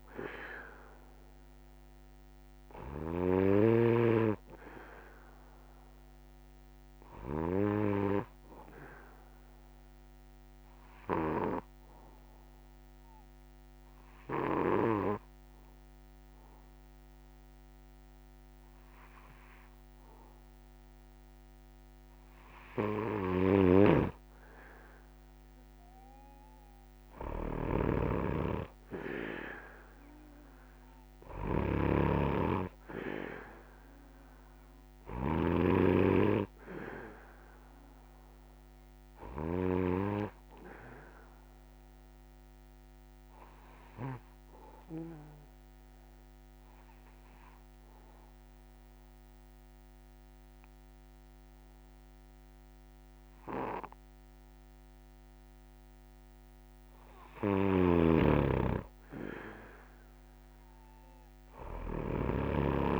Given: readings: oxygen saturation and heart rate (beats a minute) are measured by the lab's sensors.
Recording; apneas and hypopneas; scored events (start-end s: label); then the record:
breathing in sleep by a microphone on the trachea; 2
0.00-3.00 s: snoring (device-marked)
1.00-20.00 s: oxygen desaturation (device-marked, oxygen 96% before, 91% lowest, heart rate 170 before, 156 extreme)
9.00-22.00 s: hypopnea (oxygen 96% before, 91% lowest, heart rate 168 before, 163 extreme, up 36 after)
23.00-39.50 s: snoring (device-marked)
34.00-54.00 s: oxygen desaturation (device-marked, oxygen 96% before, 91% lowest, heart rate 193 before, 125 extreme)
45.00-58.50 s: obstructive apnea (oxygen 96% before, 91% lowest, heart rate 182 before, 125 extreme)
57.50-63.00 s: snoring (device-marked)
From the record:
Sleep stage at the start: N3 (deep sleep); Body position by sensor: on the back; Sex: male